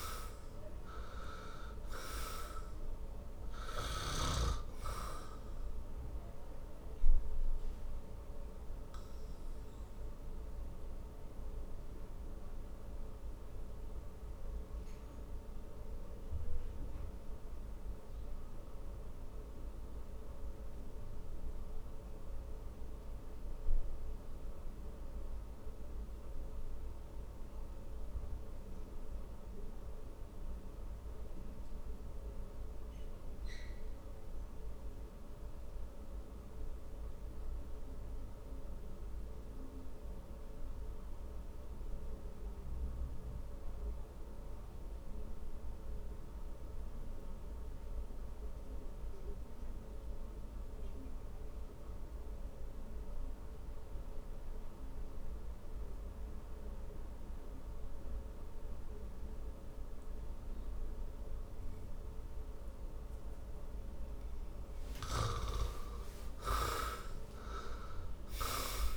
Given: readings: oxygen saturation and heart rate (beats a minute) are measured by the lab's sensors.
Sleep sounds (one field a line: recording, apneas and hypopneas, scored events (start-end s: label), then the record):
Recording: breathing in sleep by a room microphone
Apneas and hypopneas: 1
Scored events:
0.00-31.00 s: oxygen desaturation (device-marked, oxygen 77% lowest, heart rate 53 extreme)
6.00-64.00 s: obstructive apnea (oxygen 100% before, 71% lowest, heart rate 65 before, 53 extreme, up 22 after)
51.00-68.97 s: oxygen desaturation (device-marked, oxygen 97% before, 71% lowest, heart rate 56 before, 54 extreme)
65.00-68.97 s: arousal
From the record:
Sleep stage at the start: N2 (light sleep)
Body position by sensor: on the back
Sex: male